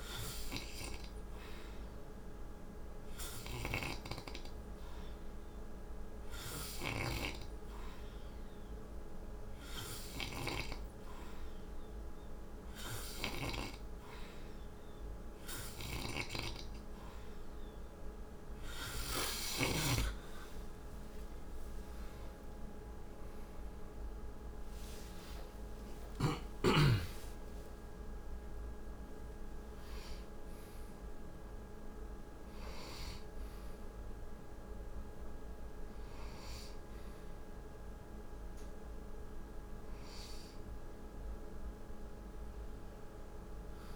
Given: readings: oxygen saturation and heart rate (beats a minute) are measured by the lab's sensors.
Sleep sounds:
breathing in sleep by a room microphone; none
3.00-13.00 s: snoring (device-marked)
12.50-43.96 s: new sleep stage, N2 (light sleep)
15.00-25.50 s: snoring (device-marked)
20.50-26.50 s: arousal
From the record:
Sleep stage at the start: N3 (deep sleep); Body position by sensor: on the right side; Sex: male

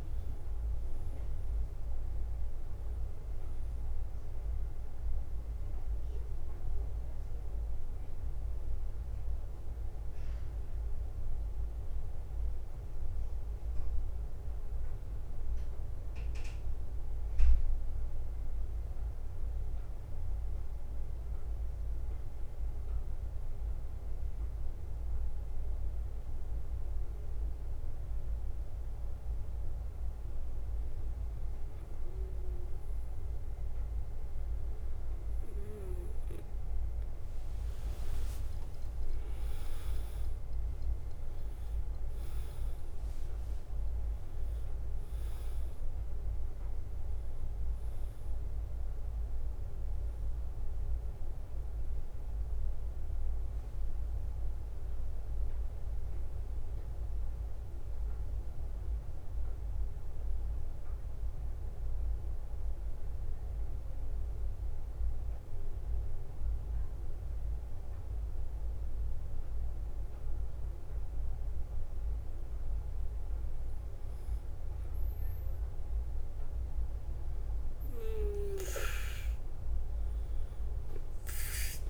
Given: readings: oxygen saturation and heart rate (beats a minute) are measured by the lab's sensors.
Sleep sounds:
breathing in sleep, hard to hear, by a room microphone; 2
0.00-13.00 s: oxygen desaturation (device-marked, oxygen 93% lowest, heart rate 51 extreme)
0.00-81.89 s: bradycardia (device-marked, heart rate 44 extreme)
7.00-28.00 s: obstructive apnea (oxygen 98% before, 93% lowest, heart rate 55 before, 51 extreme, up 2 after)
38.50-42.50 s: arousal
41.00-69.00 s: oxygen desaturation (device-marked, oxygen 99% before, 94% lowest, heart rate 52 before, 50 extreme)
54.50-74.50 s: obstructive apnea (oxygen 99% before, 92% lowest, heart rate 55 before, 50 extreme, up 5 after)
80.00-81.89 s: oxygen desaturation (device-marked, oxygen 99% before, 92% lowest, heart rate 52 before, 51 extreme)
From the record:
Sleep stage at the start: N2 (light sleep); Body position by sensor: on the back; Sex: male

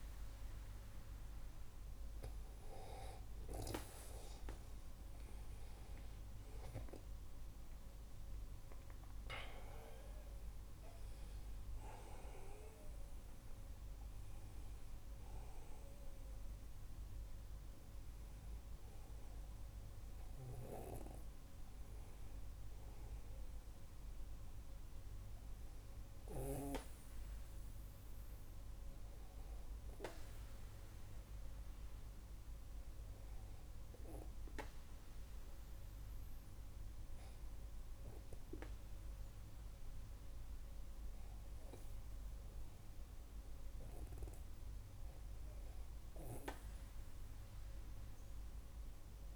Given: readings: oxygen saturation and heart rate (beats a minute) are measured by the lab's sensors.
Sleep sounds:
breathing in sleep by a room microphone; 1
4.50-22.50 s: oxygen desaturation (device-marked, oxygen 98% before, 94% lowest, heart rate 47 before, 46 extreme)
5.50-10.50 s: arousal
29.50-42.00 s: hypopnea (oxygen 97% before, 96% lowest, heart rate 52 before, 45 extreme, up 4 after)
44.00-48.00 s: arousal
From the record:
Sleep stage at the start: N2 (light sleep); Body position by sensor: on the back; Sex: male

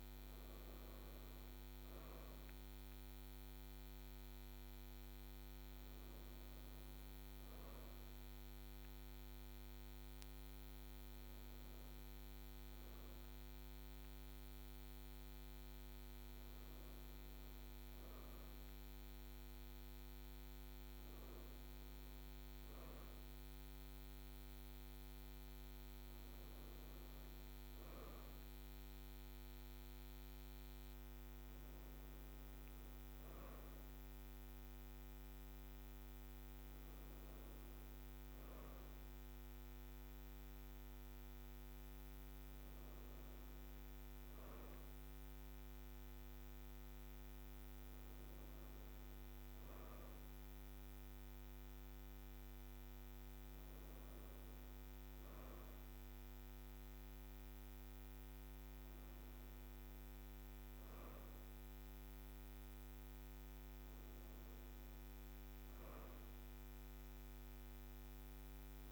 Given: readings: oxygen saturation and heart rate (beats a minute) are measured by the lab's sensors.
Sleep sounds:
breathing in sleep, hard to hear, by a microphone on the trachea; none
none scored
From the record:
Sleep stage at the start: N2 (light sleep); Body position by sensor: on the right side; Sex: female

